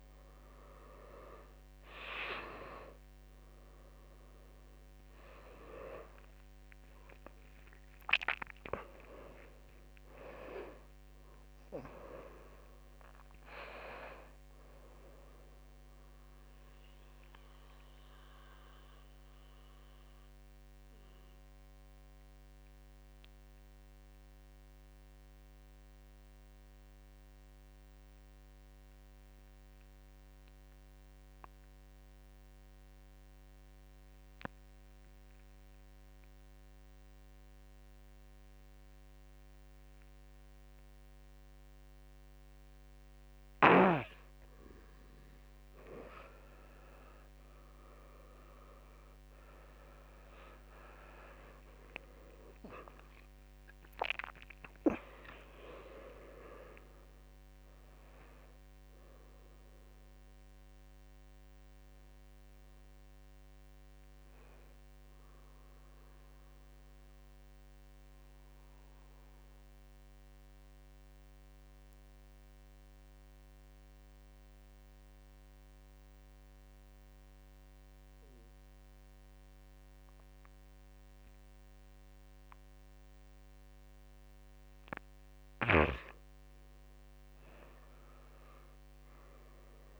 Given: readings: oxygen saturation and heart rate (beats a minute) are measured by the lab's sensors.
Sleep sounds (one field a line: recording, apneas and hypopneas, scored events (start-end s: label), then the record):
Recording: breathing in sleep by a microphone on the trachea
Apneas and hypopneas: 2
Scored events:
0.00-6.50 s: oxygen desaturation (device-marked, oxygen 89% lowest, heart rate 47 extreme)
6.50-10.50 s: arousal
8.50-20.50 s: oxygen desaturation (device-marked, oxygen 90% before, 86% lowest, heart rate 65 before, 47 extreme)
9.50-21.50 s: drop in pulse transit time (device-marked, heart rate 66 before, 55 extreme)
16.50-43.50 s: mixed apnea (oxygen 90% before, 83% lowest, heart rate 70 before, 47 extreme, up 22 after)
39.50-77.50 s: oxygen desaturation (device-marked, oxygen 100% before, 83% lowest, heart rate 50 before, 45 extreme)
49.00-53.00 s: arousal
49.50-65.50 s: drop in pulse transit time (device-marked, heart rate 51 before, 60 extreme)
66.50-85.00 s: mixed apnea (oxygen 99% before, 85% lowest, heart rate 66 before, 45 extreme, up 13 after)
87.00-90.00 s: arousal
From the record:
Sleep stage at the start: N2 (light sleep)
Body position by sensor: on the back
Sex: male